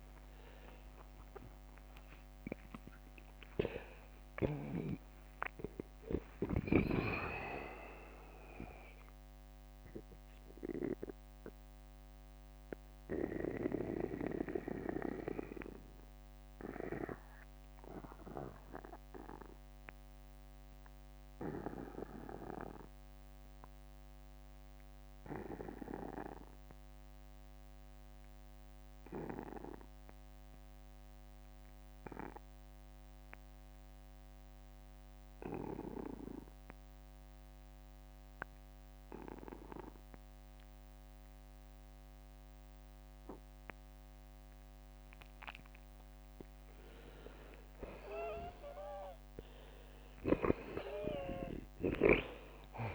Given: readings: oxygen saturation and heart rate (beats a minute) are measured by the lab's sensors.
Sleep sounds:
breathing in sleep by a microphone on the trachea; 1
0.00-33.50 s: oxygen desaturation (device-marked, oxygen 80% lowest, heart rate 46 extreme)
2.00-6.00 s: arousal
5.00-7.00 s: long interval between heartbeats (device-marked, heart rate 66 before, 86 extreme)
8.00-46.50 s: mixed apnea (oxygen 95% before, 80% lowest, heart rate 70 before, 46 extreme, up 17 after)
34.00-36.00 s: long interval between heartbeats (device-marked, heart rate 61 before, 54 extreme)
46.50-52.94 s: oxygen desaturation (device-marked, oxygen 97% before, 81% lowest, heart rate 52 before, 49 extreme)
48.00-52.00 s: arousal
From the record:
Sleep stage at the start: N2 (light sleep); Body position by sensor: on the back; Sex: male

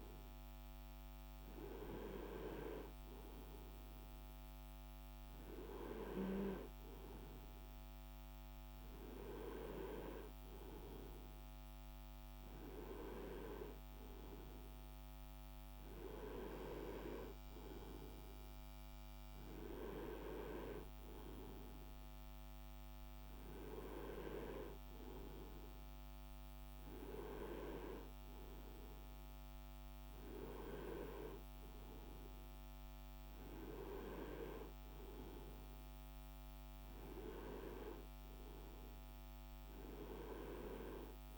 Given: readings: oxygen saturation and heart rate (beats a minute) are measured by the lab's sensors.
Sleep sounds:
breathing in sleep by a microphone on the trachea; none
none scored
From the record:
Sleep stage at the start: N2 (light sleep); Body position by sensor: on the right side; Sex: male

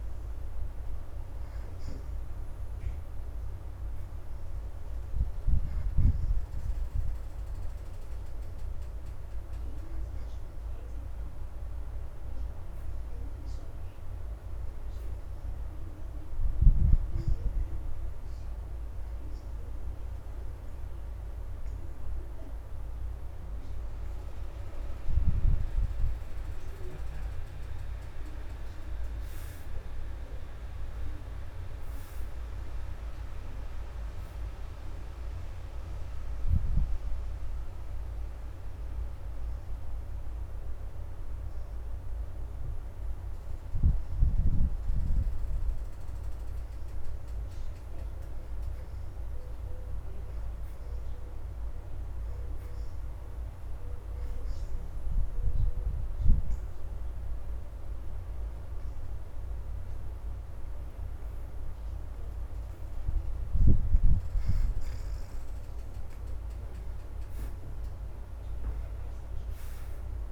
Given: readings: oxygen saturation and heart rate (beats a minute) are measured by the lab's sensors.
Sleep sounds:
breathing in sleep, hard to hear, by a room microphone; 3
0.00-2.00 s: oxygen desaturation (device-marked, oxygen 84% before, 74% lowest, heart rate 80 before, 76 extreme)
5.50-10.50 s: arousal
10.00-34.00 s: oxygen desaturation (device-marked, oxygen 86% before, 77% lowest, heart rate 77 before, 75 extreme)
17.50-27.50 s: obstructive apnea (oxygen 86% before, 66% lowest, heart rate 78 before, 75 extreme, up 4 after)
28.50-32.50 s: arousal
36.00-51.00 s: oxygen desaturation (device-marked, oxygen 79% before, 70% lowest, heart rate 80 before, 75 extreme)
36.50-47.00 s: hypopnea (oxygen 82% before, 66% lowest, heart rate 80 before, 75 extreme, up 2 after)
48.50-53.00 s: arousal
55.00-66.00 s: obstructive apnea (oxygen 87% before, 66% lowest, heart rate 78 before, 77 extreme, up 4 after)
60.00-70.00 s: oxygen desaturation (device-marked, oxygen 87% before, 77% lowest, heart rate 78 before, 77 extreme)
68.50-70.32 s: arousal
From the record:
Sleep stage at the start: N2 (light sleep); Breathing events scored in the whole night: 213 in 3.1 hours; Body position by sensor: on the back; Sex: female

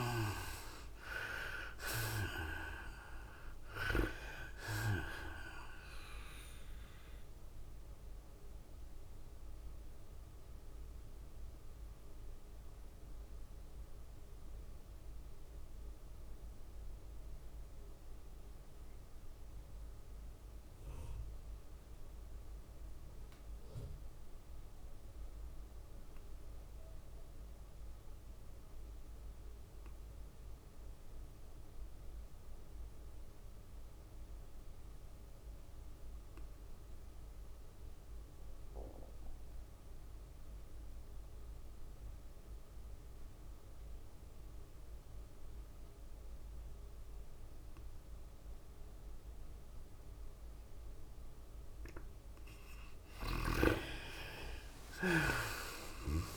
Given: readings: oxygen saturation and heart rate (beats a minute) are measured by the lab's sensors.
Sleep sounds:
breathing in sleep by a room microphone; 1
0.00-14.50 s: oxygen desaturation (device-marked, oxygen 77% lowest, heart rate 93 extreme)
0.00-14.50 s: tachycardia (device-marked, heart rate 118 extreme)
4.00-6.00 s: long interval between heartbeats (device-marked, heart rate 100 before, 117 extreme)
7.50-52.00 s: obstructive apnea (oxygen 100% before, 69% lowest, heart rate 104 before, 64 extreme, up 37 after)
15.50-17.50 s: tachycardia (device-marked, heart rate 99 before, 103 extreme)
27.50-56.37 s: oxygen desaturation (device-marked, oxygen 99% before, 69% lowest, heart rate 103 before, 64 extreme)
54.00-56.37 s: arousal
From the record:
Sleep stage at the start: N2 (light sleep); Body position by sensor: on the right side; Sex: female

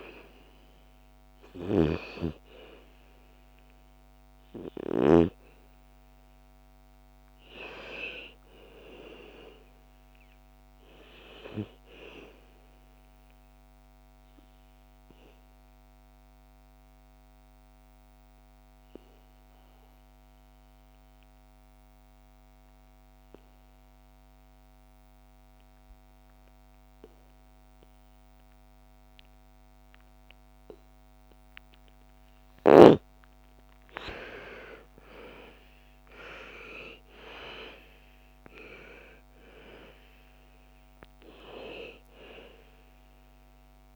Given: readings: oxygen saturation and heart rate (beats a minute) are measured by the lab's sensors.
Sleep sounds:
breathing in sleep by a microphone on the trachea; 1
0.00-1.50 s: snoring (device-marked)
0.00-15.50 s: oxygen desaturation (device-marked, oxygen 89% lowest, heart rate 56 extreme)
12.00-32.00 s: obstructive apnea (oxygen 99% before, 83% lowest, heart rate 65 before, 56 extreme, up 15 after)
31.50-43.96 s: oxygen desaturation (device-marked, oxygen 98% before, 83% lowest, heart rate 59 before, 56 extreme)
33.50-36.00 s: arousal
From the record:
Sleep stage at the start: N2 (light sleep); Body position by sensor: on the back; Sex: female

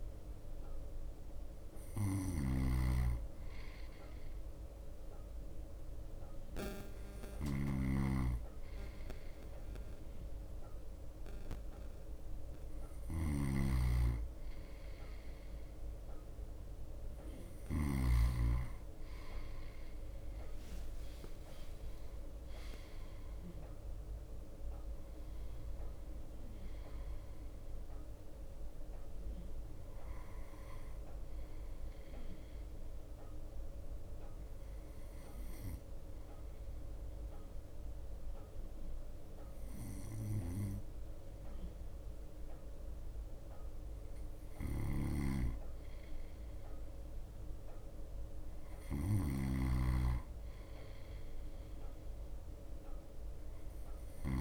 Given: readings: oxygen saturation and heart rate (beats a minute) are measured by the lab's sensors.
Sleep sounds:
breathing in sleep by a room microphone; 1
0.00-18.00 s: bradycardia (device-marked, heart rate 55 extreme)
0.00-18.50 s: snoring (device-marked)
18.00-31.00 s: drop in pulse transit time (device-marked, heart rate 57 before, 57 extreme)
20.00-23.50 s: arousal
21.00-23.00 s: long interval between heartbeats (device-marked, heart rate 57 before, 69 extreme)
28.00-54.41 s: bradycardia (device-marked, heart rate 57 before, 54 extreme)
34.50-46.50 s: hypopnea (oxygen 92% before, 91% lowest, heart rate 61 before, 56 extreme, up 4 after)
45.00-54.41 s: snoring (device-marked)
50.50-54.00 s: arousal
From the record:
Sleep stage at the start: N2 (light sleep); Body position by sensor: on the right side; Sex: male

